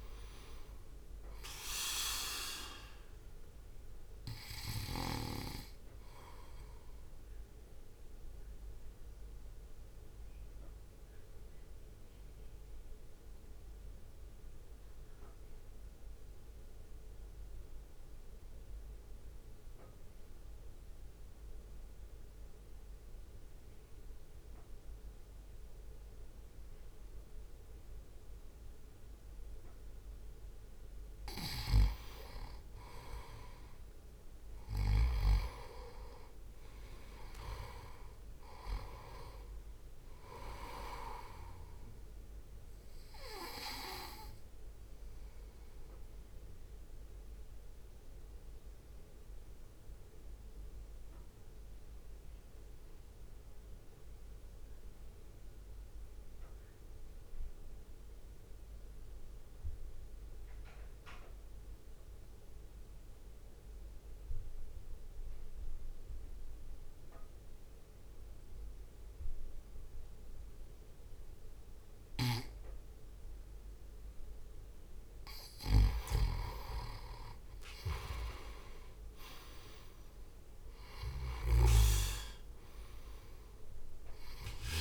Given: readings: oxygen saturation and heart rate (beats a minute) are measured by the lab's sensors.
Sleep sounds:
breathing in sleep by a room microphone; 2
0.00-10.00 s: drop in pulse transit time (device-marked, heart rate 49 extreme)
0.00-10.00 s: oxygen desaturation (device-marked, oxygen 92% lowest, heart rate 49 extreme)
8.00-30.50 s: mixed apnea (oxygen 98% before, 91% lowest, heart rate 59 before, 51 extreme, up 5 after)
34.00-37.00 s: arousal
36.00-48.00 s: oxygen desaturation (device-marked, oxygen 98% before, 94% lowest, heart rate 62 before, 51 extreme)
45.00-74.50 s: mixed apnea (oxygen 98% before, 91% lowest, heart rate 61 before, 53 extreme, up 4 after)
72.00-84.81 s: oxygen desaturation (device-marked, oxygen 98% before, 92% lowest, heart rate 59 before, 53 extreme)
75.50-84.81 s: snoring (device-marked)
77.00-80.50 s: arousal
78.00-84.81 s: drop in pulse transit time (device-marked, heart rate 61 before, 53 extreme)
From the record:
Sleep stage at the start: N2 (light sleep); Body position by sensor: on the right side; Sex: male

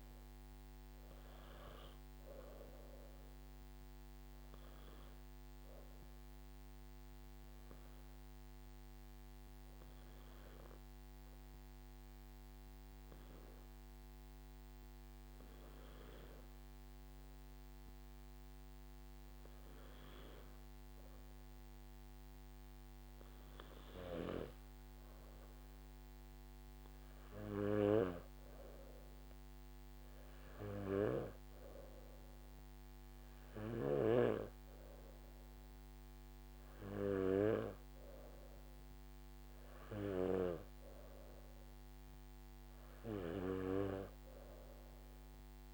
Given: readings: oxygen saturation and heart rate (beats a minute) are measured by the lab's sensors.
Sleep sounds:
breathing in sleep by a microphone on the trachea; 1
0.00-11.00 s: oxygen desaturation (device-marked, oxygen 93% lowest, heart rate 53 extreme)
6.50-25.00 s: obstructive apnea (oxygen 98% before, 94% lowest, heart rate 58 before, 54 extreme, up 7 after)
26.00-42.00 s: oxygen desaturation (device-marked, oxygen 98% before, 94% lowest, heart rate 55 before, 53 extreme)
From the record:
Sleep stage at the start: N3 (deep sleep); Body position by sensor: on the back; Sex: male

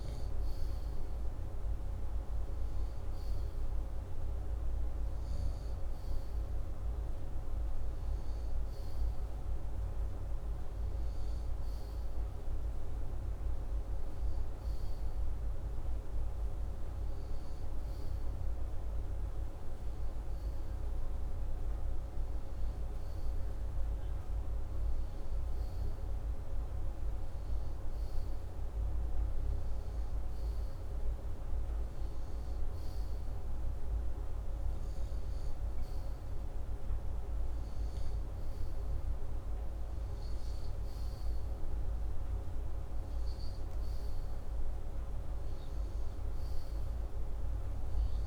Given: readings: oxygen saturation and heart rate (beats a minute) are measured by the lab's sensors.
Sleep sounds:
breathing in sleep, hard to hear, by a room microphone; none
3.00-6.50 s: arousal
From the record:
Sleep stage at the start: N2 (light sleep); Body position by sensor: upright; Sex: male

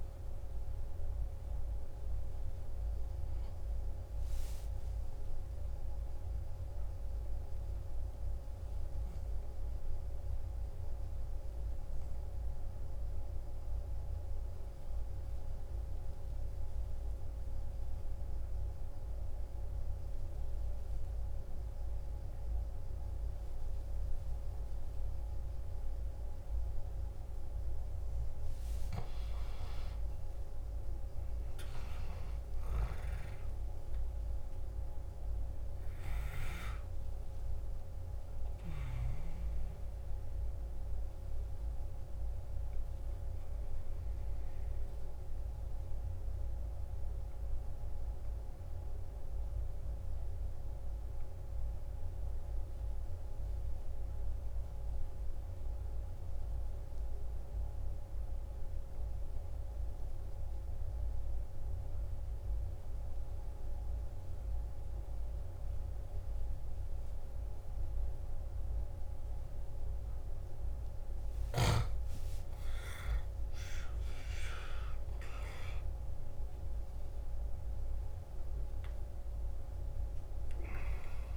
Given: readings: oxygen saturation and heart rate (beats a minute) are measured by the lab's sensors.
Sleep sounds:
breathing in sleep, hard to hear, by a room microphone; 2
12.50-27.50 s: mixed apnea (oxygen 93% before, 92% lowest, heart rate 65 before, 52 extreme, up 8 after)
29.00-33.00 s: arousal
32.00-55.00 s: oxygen desaturation (device-marked, oxygen 98% before, 92% lowest, heart rate 56 before, 52 extreme)
41.50-69.50 s: obstructive apnea (oxygen 99% before, 91% lowest, heart rate 58 before, 52 extreme, up 9 after)
49.00-81.36 s: new sleep stage, N2 (light sleep)
68.00-79.00 s: oxygen desaturation (device-marked, oxygen 97% before, 93% lowest, heart rate 53 before, 52 extreme)
71.00-74.50 s: arousal
From the record:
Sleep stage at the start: N1 (lightest sleep); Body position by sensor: on the back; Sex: male

